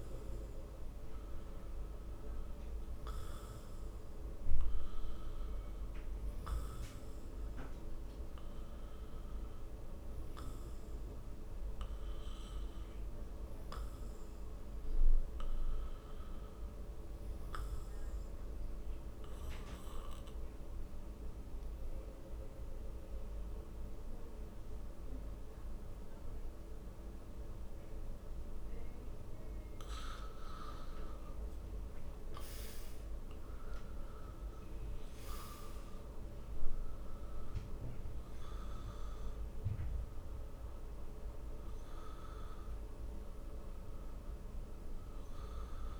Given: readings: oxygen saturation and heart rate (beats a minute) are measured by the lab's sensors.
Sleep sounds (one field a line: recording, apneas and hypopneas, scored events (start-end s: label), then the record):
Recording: breathing in sleep, hard to hear, by a room microphone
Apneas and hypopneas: 1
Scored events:
0.50-3.50 s: oxygen desaturation (device-marked, oxygen 92% before, 90% lowest, heart rate 66 before, 64 extreme)
18.00-31.00 s: obstructive apnea (oxygen 92% before, 86% lowest, heart rate 67 before, 64 extreme, up 11 after)
33.00-37.50 s: arousal
36.50-46.00 s: oxygen desaturation (device-marked, oxygen 92% before, 86% lowest, heart rate 67 before, 59 extreme)
From the record:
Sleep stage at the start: N2 (light sleep)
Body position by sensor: on the back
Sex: male